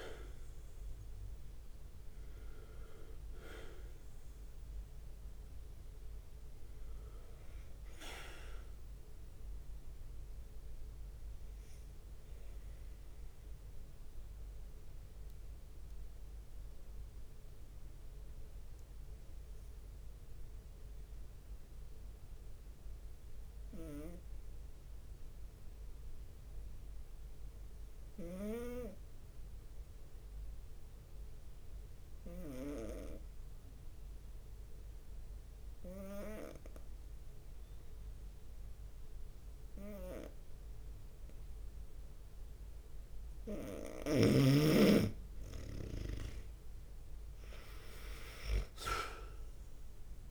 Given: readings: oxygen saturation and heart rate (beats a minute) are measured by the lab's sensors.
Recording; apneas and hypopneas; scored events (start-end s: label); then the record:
breathing in sleep by a room microphone; 1
0.00-8.00 s: drop in pulse transit time (device-marked, heart rate 66 extreme)
0.00-19.00 s: oxygen desaturation (device-marked, oxygen 90% lowest, heart rate 61 extreme)
13.50-42.50 s: obstructive apnea (oxygen 97% before, 90% lowest, heart rate 69 before, 61 extreme, up 12 after)
44.00-50.31 s: oxygen desaturation (device-marked, oxygen 98% before, 92% lowest, heart rate 65 before, 65 extreme)
46.00-50.31 s: drop in pulse transit time (device-marked, heart rate 65 before, 66 extreme)
46.50-50.31 s: arousal
47.50-49.50 s: long interval between heartbeats (device-marked, heart rate 65 before, 76 extreme)
From the record:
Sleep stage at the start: N2 (light sleep); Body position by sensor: on the right side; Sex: male